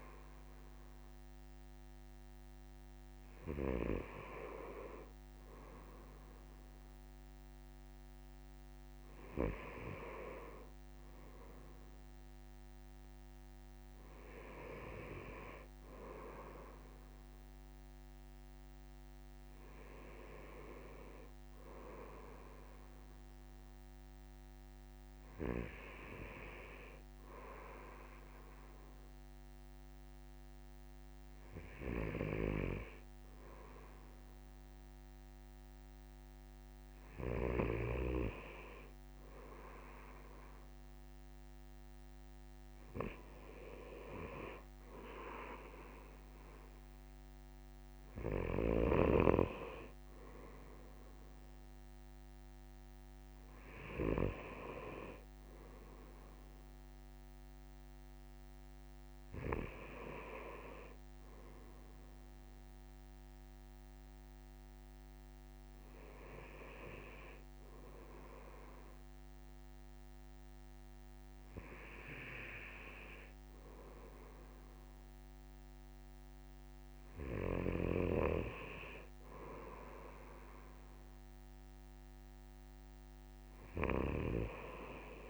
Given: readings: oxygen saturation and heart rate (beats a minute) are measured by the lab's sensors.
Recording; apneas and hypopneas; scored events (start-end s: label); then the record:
breathing in sleep by a microphone on the trachea; none
none scored
From the record:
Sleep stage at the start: N2 (light sleep); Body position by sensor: on the right side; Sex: male